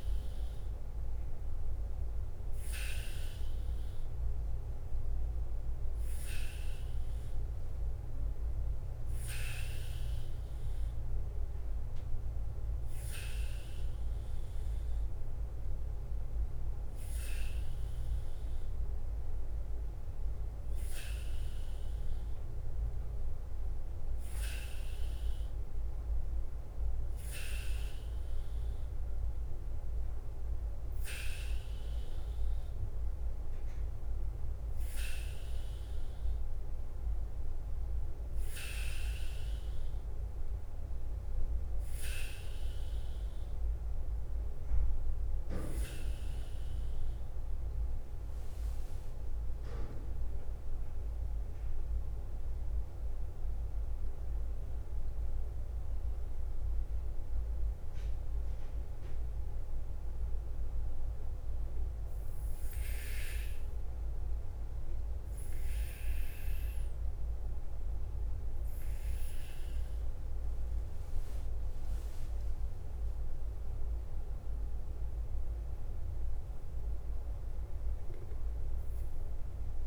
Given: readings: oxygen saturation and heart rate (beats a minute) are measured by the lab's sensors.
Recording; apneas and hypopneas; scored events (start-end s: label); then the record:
breathing in sleep by a room microphone; 2
0.00-79.87 s: bradycardia (device-marked, heart rate 42 extreme)
30.00-44.50 s: hypopnea (oxygen 96% before, 93% lowest, heart rate 51 before, 48 extreme, up 0 after)
47.50-52.00 s: arousal
61.00-71.00 s: obstructive apnea (oxygen 96% before, 93% lowest, heart rate 51 before, 47 extreme, up 4 after)
73.50-78.50 s: arousal
From the record:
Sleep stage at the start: N2 (light sleep); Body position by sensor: on the back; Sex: male